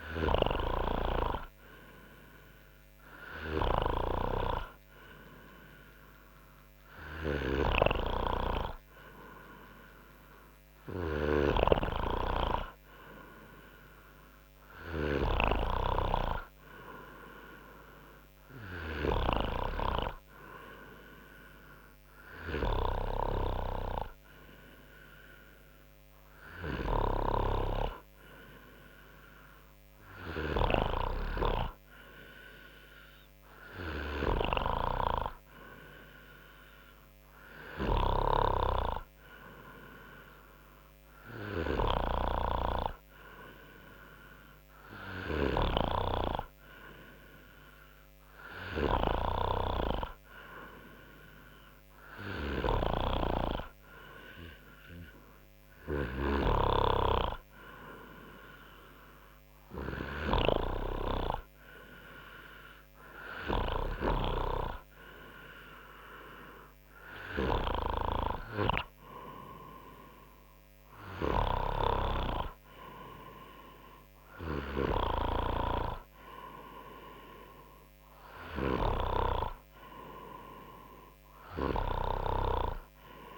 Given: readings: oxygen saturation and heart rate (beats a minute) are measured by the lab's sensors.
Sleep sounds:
breathing in sleep by a microphone on the trachea; none
none scored
From the record:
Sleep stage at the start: N2 (light sleep); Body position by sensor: on the front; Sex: male

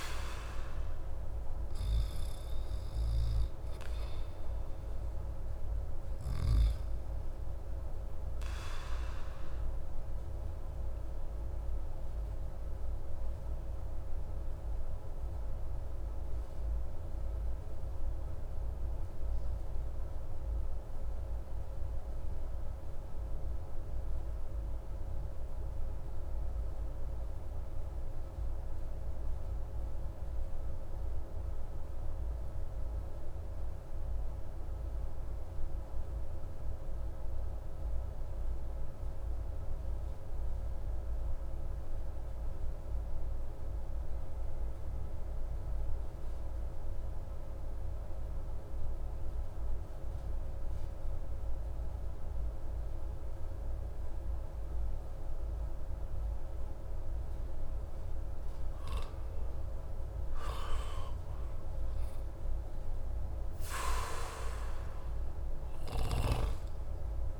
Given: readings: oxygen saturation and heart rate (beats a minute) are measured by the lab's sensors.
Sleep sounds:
breathing in sleep, hard to hear, by a room microphone; 1
0.00-11.00 s: oxygen desaturation (device-marked, oxygen 93% lowest)
9.50-59.00 s: obstructive apnea (oxygen 97% before, 92% lowest)
60.50-64.50 s: arousal
From the record:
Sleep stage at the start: N2 (light sleep); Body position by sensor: on the back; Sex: male

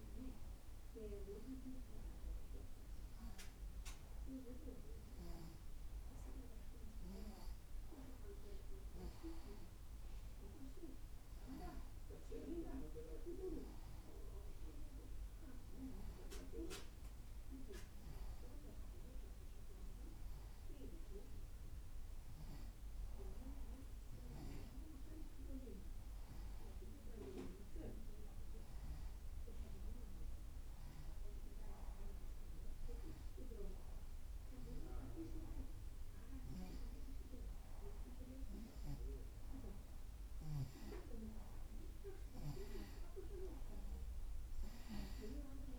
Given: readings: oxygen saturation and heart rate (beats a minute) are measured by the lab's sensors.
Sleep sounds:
breathing in sleep by a room microphone; none
none scored
From the record:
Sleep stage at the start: N1 (lightest sleep); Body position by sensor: on the right side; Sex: female

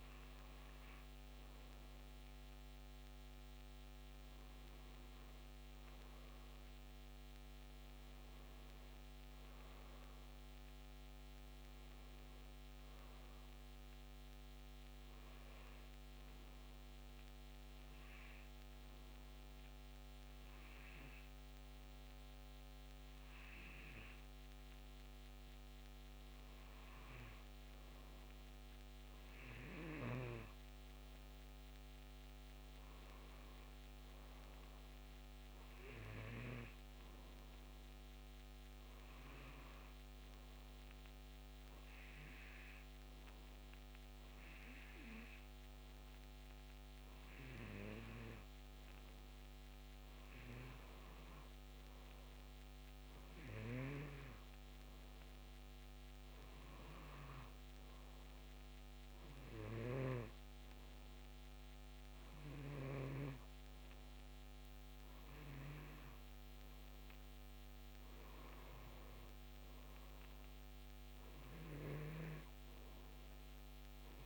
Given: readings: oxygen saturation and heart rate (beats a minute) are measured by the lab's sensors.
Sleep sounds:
breathing in sleep by a microphone on the trachea; 2
6.00-11.50 s: arousal
16.00-26.00 s: obstructive apnea (oxygen 93% before, 89% lowest, heart rate 75 before, 71 extreme, up 4 after)
28.00-32.50 s: arousal
33.00-39.00 s: oxygen desaturation (device-marked, oxygen 92% before, 89% lowest, heart rate 73 before, 73 extreme)
38.50-49.50 s: hypopnea (oxygen 92% before, 89% lowest, heart rate 73 before, 74 extreme, up 3 after)
51.00-55.50 s: arousal
From the record:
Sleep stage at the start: N2 (light sleep); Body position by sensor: on the back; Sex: male

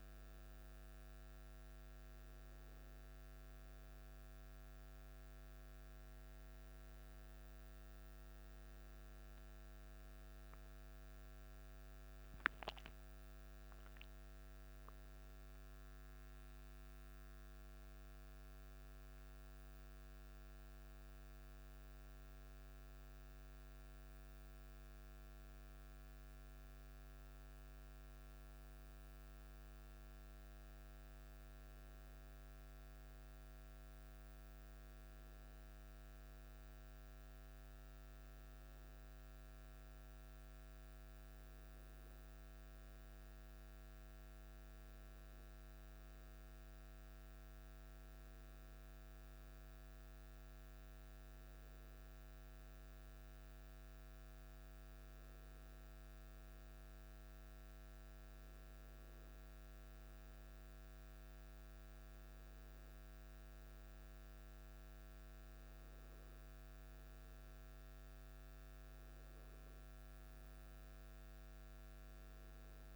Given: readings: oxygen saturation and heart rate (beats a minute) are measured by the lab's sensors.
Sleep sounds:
a person partly awake in a sleep study, hard to hear, by a microphone on the trachea; none
54.50-72.96 s: new sleep stage, awake
From the record:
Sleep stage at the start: N1 (lightest sleep); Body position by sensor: on the back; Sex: male

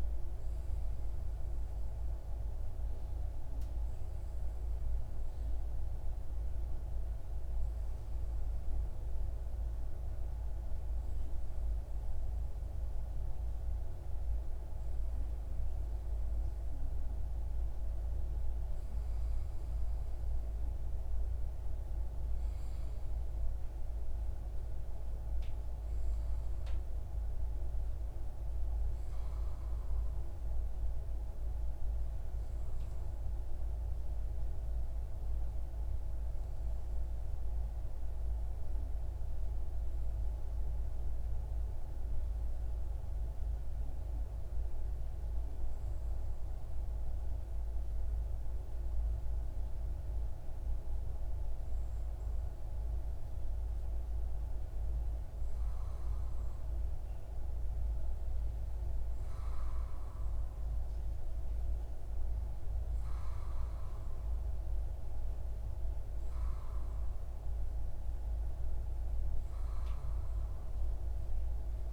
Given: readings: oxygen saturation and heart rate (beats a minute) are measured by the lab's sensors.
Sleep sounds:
breathing in sleep, hard to hear, by a room microphone; 1
35.50-49.00 s: hypopnea (oxygen 94% before, 92% lowest)
50.50-53.50 s: arousal
From the record:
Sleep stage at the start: N2 (light sleep); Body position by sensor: on the left side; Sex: male

